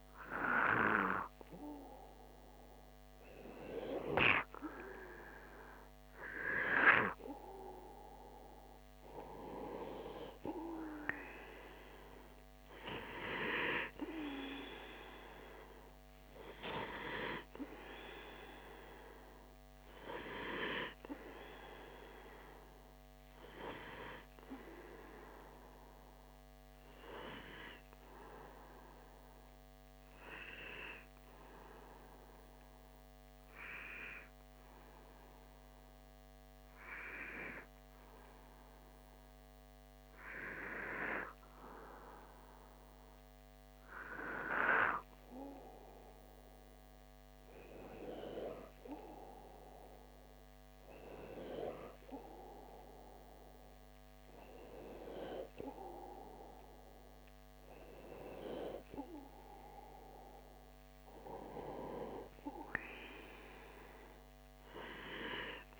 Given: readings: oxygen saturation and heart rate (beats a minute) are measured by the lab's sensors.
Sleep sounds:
breathing in sleep by a microphone on the trachea; 1
0.00-15.50 s: oxygen desaturation (device-marked, oxygen 93% lowest)
25.00-43.00 s: hypopnea (oxygen 96% before, 94% lowest)
46.00-50.00 s: arousal
From the record:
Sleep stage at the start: N2 (light sleep); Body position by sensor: on the back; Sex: male

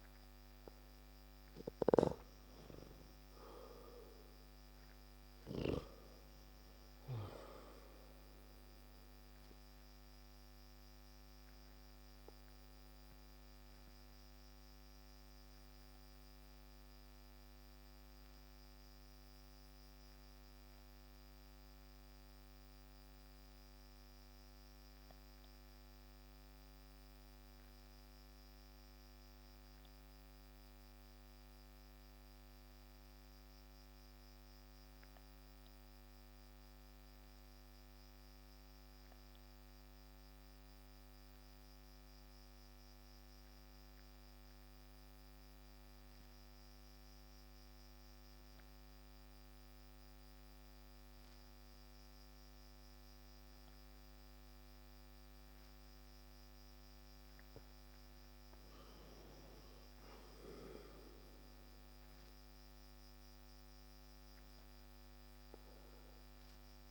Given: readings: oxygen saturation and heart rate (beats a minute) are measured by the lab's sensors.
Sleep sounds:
breathing in sleep, hard to hear, by a microphone on the trachea; 1
0.00-19.50 s: oxygen desaturation (device-marked, oxygen 91% lowest)
8.50-56.50 s: obstructive apnea (oxygen 97% before, 90% lowest)
58.50-63.00 s: arousal
From the record:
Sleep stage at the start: N2 (light sleep); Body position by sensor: on the back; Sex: male

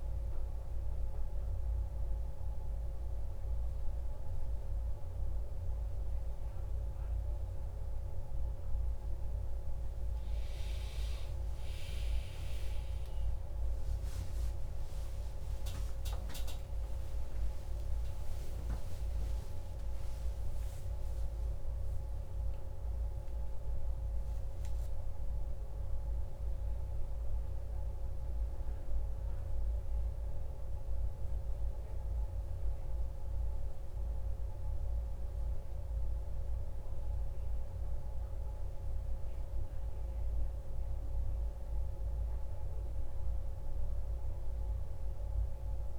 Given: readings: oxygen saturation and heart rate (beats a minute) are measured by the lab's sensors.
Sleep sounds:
breathing in sleep, hard to hear, by a room microphone; none
14.00-20.00 s: arousal
From the record:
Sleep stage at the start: N1 (lightest sleep); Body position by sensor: on the back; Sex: male

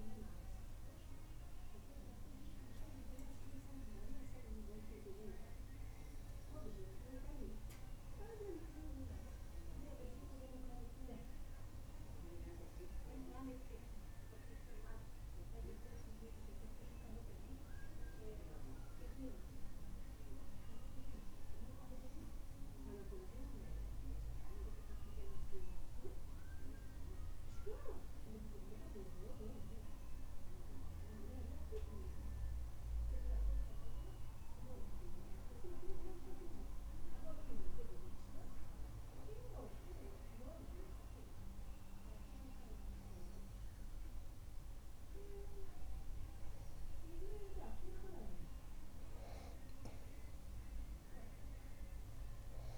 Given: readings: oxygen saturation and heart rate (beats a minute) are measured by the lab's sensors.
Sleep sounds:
breathing in sleep by a room microphone; none
none scored
From the record:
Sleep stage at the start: N2 (light sleep); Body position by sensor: on the back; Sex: male

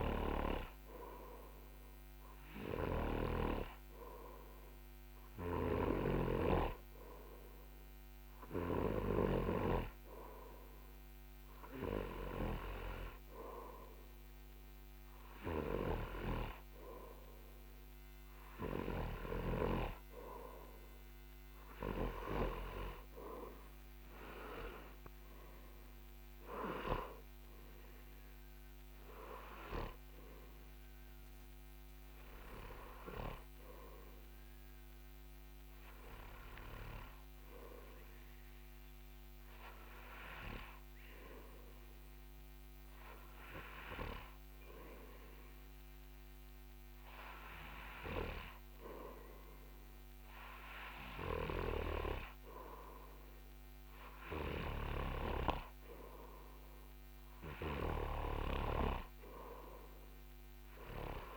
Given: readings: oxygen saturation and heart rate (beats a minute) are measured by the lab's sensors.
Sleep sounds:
breathing in sleep by a microphone on the trachea; 1
0.00-10.50 s: snoring (device-marked)
19.50-23.50 s: snoring (device-marked)
40.00-54.00 s: hypopnea (oxygen 93% before, 91% lowest)
52.00-56.50 s: snoring (device-marked)
57.00-60.00 s: arousal
From the record:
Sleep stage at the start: N2 (light sleep); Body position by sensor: on the front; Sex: male

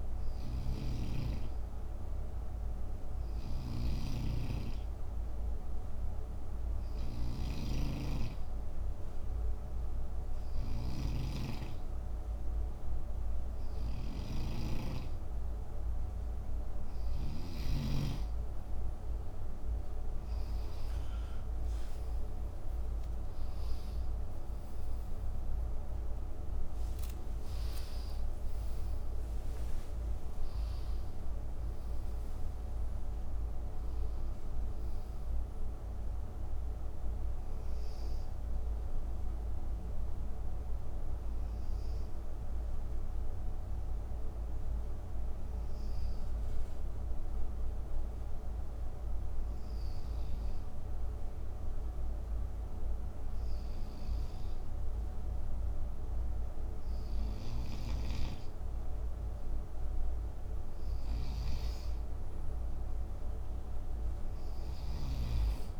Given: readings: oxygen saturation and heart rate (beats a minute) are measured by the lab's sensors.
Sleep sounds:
breathing in sleep by a room microphone; 1
0.00-17.00 s: snoring (device-marked)
25.50-31.00 s: arousal
39.00-57.00 s: hypopnea (oxygen 92% before, 91% lowest, heart rate 69 before, 51 extreme, up 8 after)
57.00-64.50 s: snoring (device-marked)
59.50-64.00 s: arousal
From the record:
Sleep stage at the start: N2 (light sleep); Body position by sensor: on the right side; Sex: male

